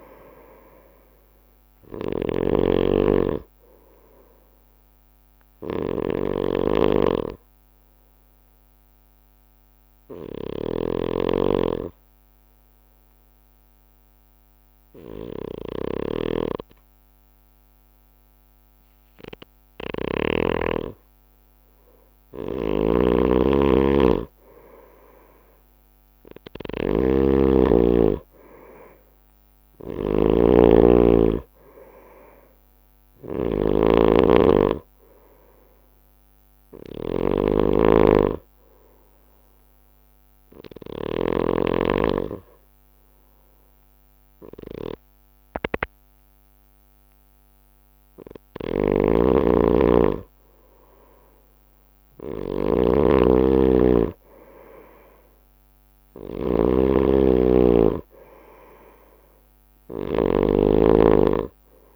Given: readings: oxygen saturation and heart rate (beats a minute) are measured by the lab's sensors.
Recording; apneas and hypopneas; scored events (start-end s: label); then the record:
breathing in sleep by a microphone on the trachea; 2
0.00-7.00 s: oxygen desaturation (device-marked, oxygen 93% lowest)
0.00-20.50 s: snoring (device-marked)
7.50-21.00 s: obstructive apnea (oxygen 96% before, 93% lowest)
22.50-41.50 s: snoring (device-marked)
24.00-28.00 s: arousal
40.00-50.50 s: obstructive apnea (oxygen 98% before, 94% lowest)
49.00-61.96 s: snoring (device-marked)
54.00-58.00 s: arousal
57.00-61.96 s: oxygen desaturation (device-marked, oxygen 97% before, 94% lowest)
From the record:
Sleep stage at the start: N2 (light sleep); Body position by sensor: on the right side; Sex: male